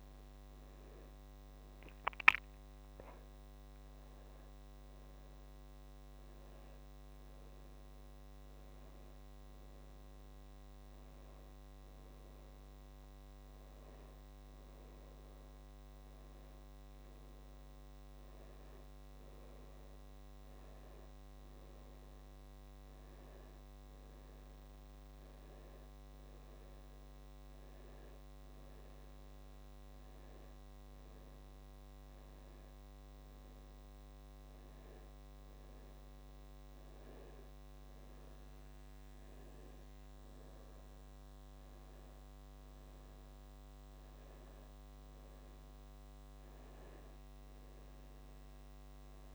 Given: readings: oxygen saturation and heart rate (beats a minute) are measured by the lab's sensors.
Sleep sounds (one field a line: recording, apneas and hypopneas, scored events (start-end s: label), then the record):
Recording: a person awake in a sleep study, hard to hear, by a microphone on the trachea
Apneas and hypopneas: none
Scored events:
none scored
From the record:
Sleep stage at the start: awake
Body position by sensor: on the back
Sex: male